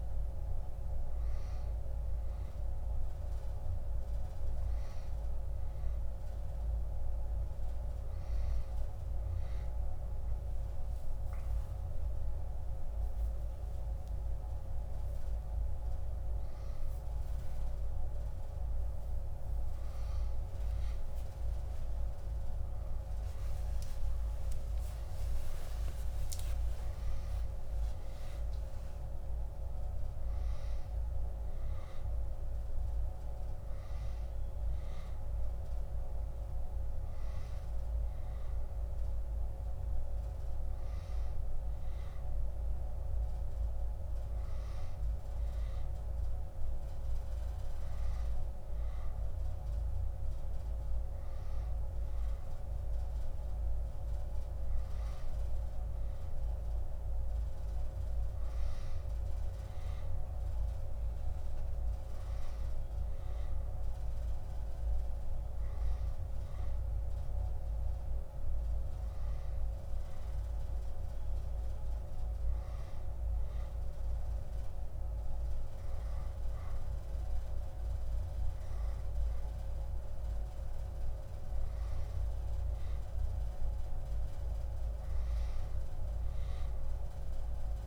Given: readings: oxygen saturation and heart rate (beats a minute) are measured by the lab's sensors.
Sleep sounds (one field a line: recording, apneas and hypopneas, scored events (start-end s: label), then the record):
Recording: breathing in sleep, hard to hear, by a room microphone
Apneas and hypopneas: none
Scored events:
11.00-16.00 s: arousal
From the record:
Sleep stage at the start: N2 (light sleep)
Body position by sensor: on the back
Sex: female